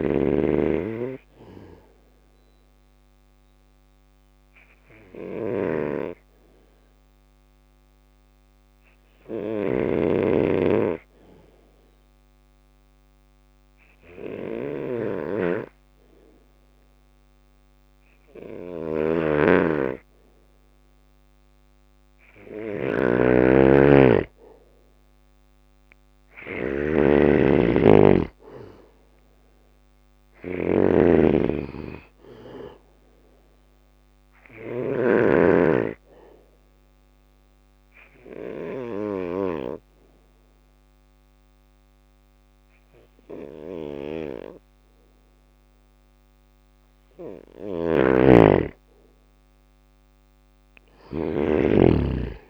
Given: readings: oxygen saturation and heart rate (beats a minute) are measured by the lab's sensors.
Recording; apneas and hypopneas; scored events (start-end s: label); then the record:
breathing in sleep by a microphone on the trachea; 2
0.00-1.50 s: arousal
0.00-7.00 s: bradycardia (device-marked, heart rate 58 extreme)
0.00-34.00 s: snoring (device-marked)
4.00-22.00 s: obstructive apnea (oxygen 98% before, 93% lowest, heart rate 60 before, 58 extreme, up 4 after)
13.00-19.00 s: bradycardia (device-marked, heart rate 61 before, 59 extreme)
24.50-28.00 s: arousal
26.00-48.00 s: oxygen desaturation (device-marked, oxygen 97% before, 93% lowest, heart rate 60 before, 56 extreme)
32.50-45.00 s: obstructive apnea (oxygen 98% before, 93% lowest, heart rate 61 before, 56 extreme, up 4 after)
34.00-44.00 s: bradycardia (device-marked, heart rate 61 before, 58 extreme)
46.50-50.00 s: snoring (device-marked)
48.00-52.50 s: arousal
From the record:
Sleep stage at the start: N2 (light sleep); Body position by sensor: on the back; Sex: male